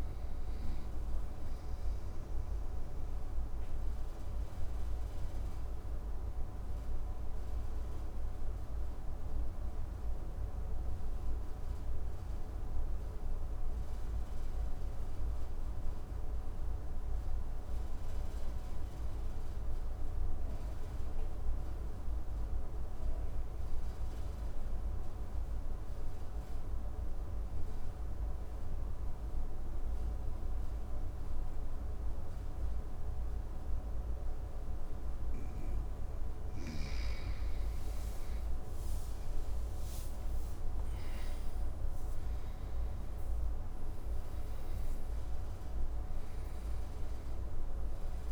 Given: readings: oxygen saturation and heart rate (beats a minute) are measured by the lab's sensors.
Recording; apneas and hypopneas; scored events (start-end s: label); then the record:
breathing in sleep, hard to hear, by a room microphone; 1
1.50-33.50 s: obstructive apnea (oxygen 97% before, 90% lowest, heart rate 64 before, 53 extreme, up 8 after)
29.00-48.32 s: oxygen desaturation (device-marked, oxygen 99% before, 90% lowest, heart rate 55 before, 53 extreme)
37.00-42.00 s: arousal
From the record:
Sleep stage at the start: N2 (light sleep); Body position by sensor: on the right side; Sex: male